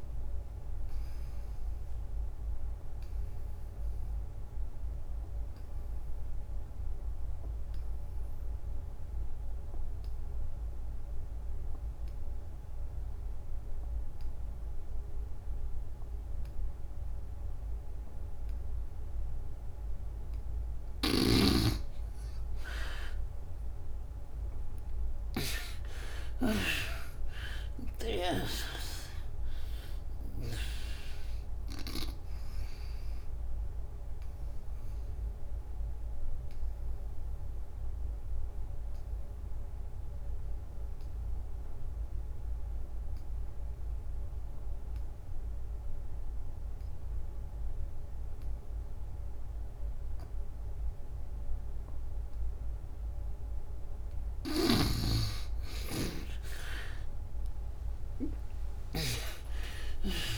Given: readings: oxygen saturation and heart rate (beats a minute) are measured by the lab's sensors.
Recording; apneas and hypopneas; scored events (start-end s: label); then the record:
breathing in sleep by a room microphone; 2
0.00-16.50 s: oxygen desaturation (device-marked, oxygen 79% lowest, heart rate 64 extreme)
1.00-21.00 s: obstructive apnea (oxygen 97% before, 75% lowest, heart rate 72 before, 64 extreme, up 33 after)
24.00-28.00 s: arousal
31.50-43.50 s: oxygen desaturation (device-marked, oxygen 97% before, 77% lowest, heart rate 78 before, 67 extreme)
33.50-53.00 s: obstructive apnea (oxygen 98% before, 75% lowest, heart rate 81 before, 67 extreme, up 49 after)
51.50-60.38 s: oxygen desaturation (device-marked, oxygen 98% before, 75% lowest, heart rate 80 before, 66 extreme)
57.00-60.38 s: arousal
From the record:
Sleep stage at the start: N2 (light sleep); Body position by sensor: on the back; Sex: female